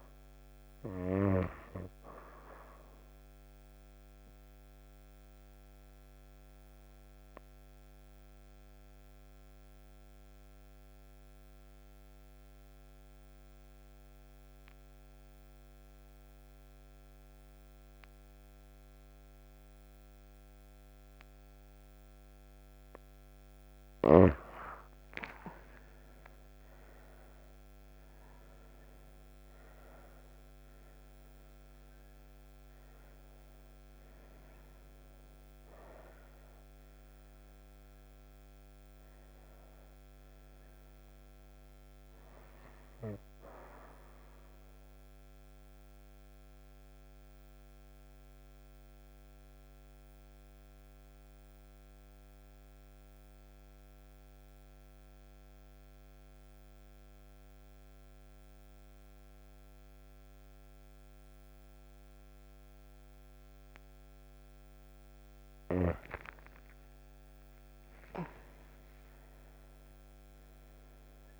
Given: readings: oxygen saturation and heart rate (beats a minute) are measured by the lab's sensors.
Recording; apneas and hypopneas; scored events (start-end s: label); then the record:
breathing in sleep by a microphone on the trachea; 2
4.50-22.50 s: obstructive apnea (oxygen 97% before, 88% lowest)
24.00-28.50 s: arousal
27.50-53.50 s: oxygen desaturation (device-marked, oxygen 96% before, 88% lowest)
45.00-64.50 s: obstructive apnea (oxygen 96% before, 88% lowest)
66.50-71.00 s: arousal
From the record:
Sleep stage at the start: N2 (light sleep); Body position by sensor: on the right side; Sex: female